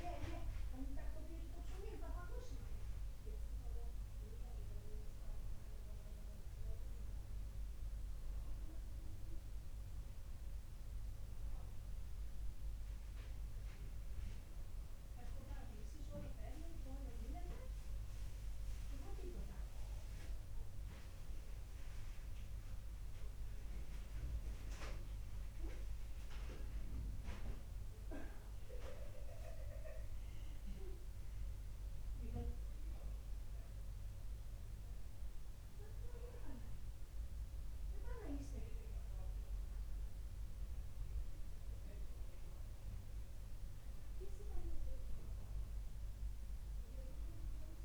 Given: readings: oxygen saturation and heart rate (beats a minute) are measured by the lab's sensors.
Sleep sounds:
breathing in sleep by a room microphone; none
24.50-29.50 s: bradycardia (device-marked, heart rate 68 before, 58 extreme)
25.50-27.50 s: long interval between heartbeats (device-marked, heart rate 68 before, 68 extreme)
From the record:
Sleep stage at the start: N2 (light sleep); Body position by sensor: on the back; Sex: male

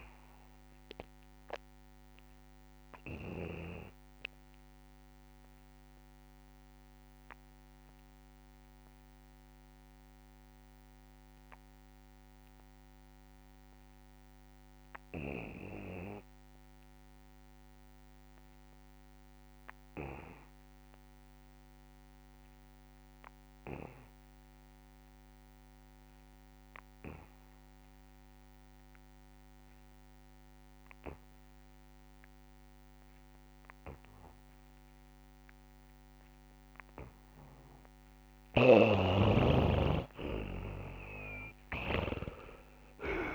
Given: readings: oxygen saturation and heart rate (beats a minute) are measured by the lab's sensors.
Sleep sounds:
breathing in sleep by a microphone on the trachea; 1
0.00-16.50 s: oxygen desaturation (device-marked, oxygen 81% lowest, heart rate 38 extreme)
2.50-38.50 s: obstructive apnea (oxygen 99% before, 76% lowest, heart rate 58 before, 46 extreme, up 4 after)
5.00-7.00 s: long interval between heartbeats (device-marked, heart rate 56 before, 66 extreme)
21.50-23.50 s: long interval between heartbeats (device-marked, heart rate 61 before, 66 extreme)
27.50-43.35 s: oxygen desaturation (device-marked, oxygen 99% before, 76% lowest, heart rate 62 before, 30 extreme)
35.00-37.00 s: long interval between heartbeats (device-marked, heart rate 64 before, 67 extreme)
38.00-43.35 s: snoring (device-marked)
From the record:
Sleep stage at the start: N2 (light sleep); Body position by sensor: on the back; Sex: male

